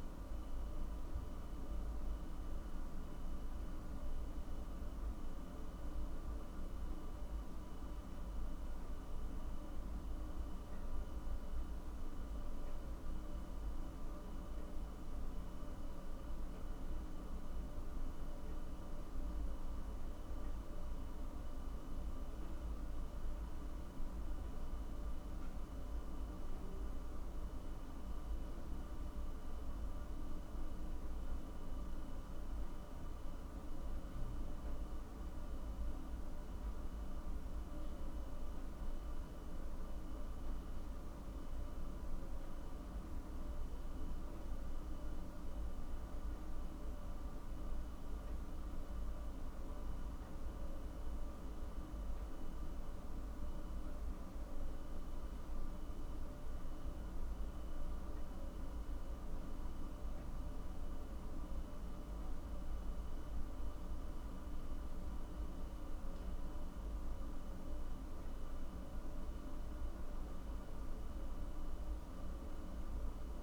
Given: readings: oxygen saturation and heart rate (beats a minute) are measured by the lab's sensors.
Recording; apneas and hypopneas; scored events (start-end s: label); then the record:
breathing in sleep, hard to hear, by a room microphone; none
none scored
From the record:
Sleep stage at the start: N1 (lightest sleep); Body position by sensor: on the back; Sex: male